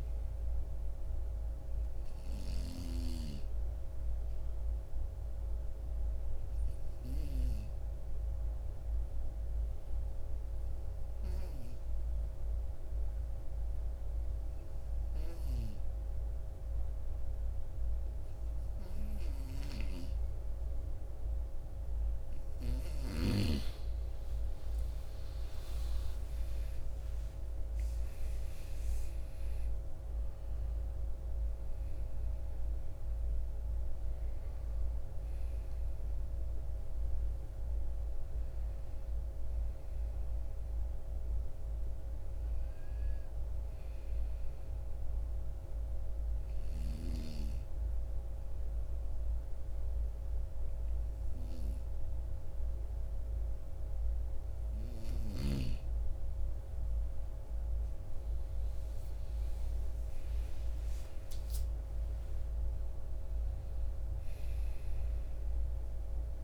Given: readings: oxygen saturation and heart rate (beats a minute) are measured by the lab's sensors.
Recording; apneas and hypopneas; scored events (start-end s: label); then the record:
breathing in sleep by a room microphone; 2
0.00-1.50 s: oxygen desaturation (device-marked, oxygen 91% lowest, heart rate 52 extreme)
3.00-22.00 s: obstructive apnea (oxygen 96% before, 88% lowest, heart rate 61 before, 52 extreme, up 52 after)
21.50-50.50 s: oxygen desaturation (device-marked, oxygen 96% before, 88% lowest, heart rate 54 before, 53 extreme)
24.00-28.50 s: arousal
43.50-54.50 s: obstructive apnea (oxygen 96% before, 88% lowest, heart rate 75 before, 53 extreme, up 6 after)
57.00-61.00 s: arousal
From the record:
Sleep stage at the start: N2 (light sleep); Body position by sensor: on the right side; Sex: male